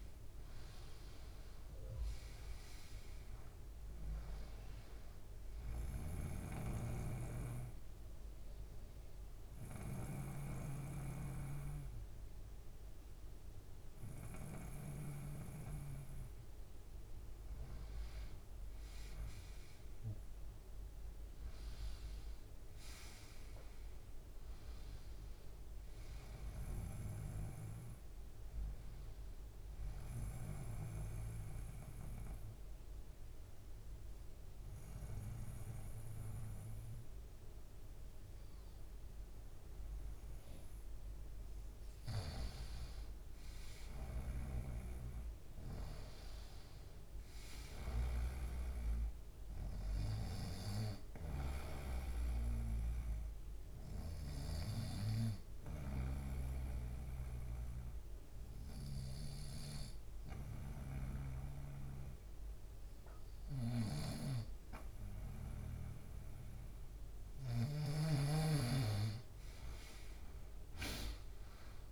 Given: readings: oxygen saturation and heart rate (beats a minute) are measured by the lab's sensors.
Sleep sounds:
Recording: breathing in sleep by a room microphone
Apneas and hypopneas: 3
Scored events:
6.00-14.50 s: snoring (device-marked)
6.00-17.50 s: obstructive apnea (oxygen 96% before, 91% lowest, heart rate 82 before, 79 extreme, up 4 after)
7.00-25.00 s: oxygen desaturation (device-marked, oxygen 96% before, 91% lowest, heart rate 82 before, 79 extreme)
20.50-24.50 s: arousal
29.50-40.00 s: obstructive apnea (oxygen 96% before, 92% lowest, heart rate 82 before, 79 extreme, up 1 after)
42.00-45.50 s: arousal
53.00-66.00 s: obstructive apnea (oxygen 96% before, 92% lowest, heart rate 80 before, 78 extreme, up 1 after)
55.00-68.00 s: oxygen desaturation (device-marked, oxygen 96% before, 92% lowest, heart rate 80 before, 78 extreme)
63.00-67.50 s: snoring (device-marked)
69.50-71.92 s: arousal
From the record:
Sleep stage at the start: N2 (light sleep)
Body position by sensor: on the right side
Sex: male

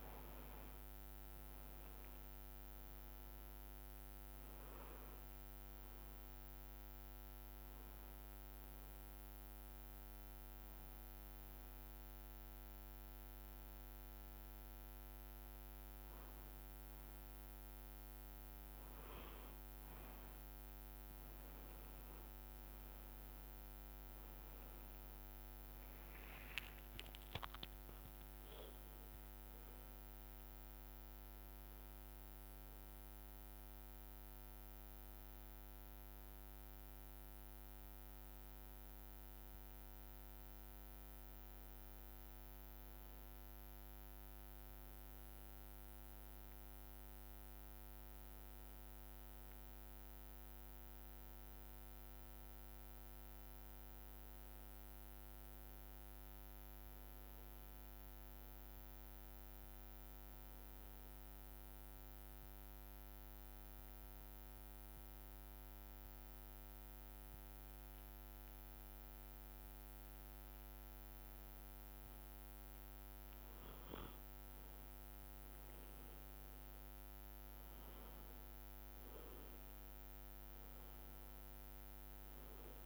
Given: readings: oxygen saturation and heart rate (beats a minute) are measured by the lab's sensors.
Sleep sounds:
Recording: breathing in sleep, hard to hear, by a microphone on the trachea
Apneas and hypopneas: 2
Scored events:
0.00-4.50 s: drop in pulse transit time (device-marked, heart rate 60 extreme)
0.00-12.50 s: oxygen desaturation (device-marked, oxygen 92% lowest, heart rate 60 extreme)
10.00-20.00 s: hypopnea (oxygen 96% before, 95% lowest, heart rate 63 before, 60 extreme, up 3 after)
25.00-29.50 s: arousal
39.50-82.86 s: new sleep stage, N1 (lightest sleep)
53.00-56.50 s: arousal
61.00-72.00 s: hypopnea (oxygen 100% before, 92% lowest, heart rate 62 before, 58 extreme, up 2 after)
65.50-76.50 s: bradycardia (device-marked, heart rate 71 before, 58 extreme)
From the record:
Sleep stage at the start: N2 (light sleep)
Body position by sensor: on the back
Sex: male

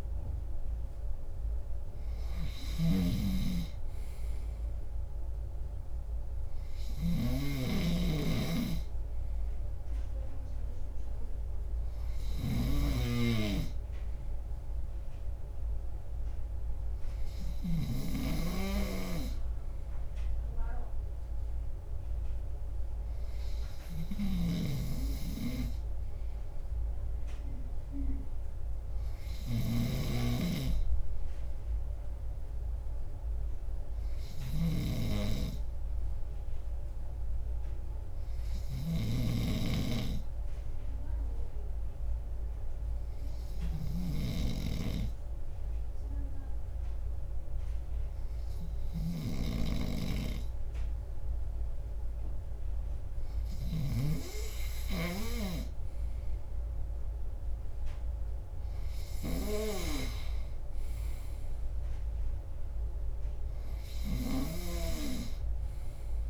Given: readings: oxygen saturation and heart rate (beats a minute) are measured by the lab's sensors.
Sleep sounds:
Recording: breathing in sleep by a room microphone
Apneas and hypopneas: 1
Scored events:
2.50-18.00 s: snoring (device-marked)
24.00-30.50 s: snoring (device-marked)
30.50-54.00 s: hypopnea (oxygen 96% before, 95% lowest)
60.50-65.00 s: arousal
From the record:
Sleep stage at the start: N2 (light sleep)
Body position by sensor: on the left side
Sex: male

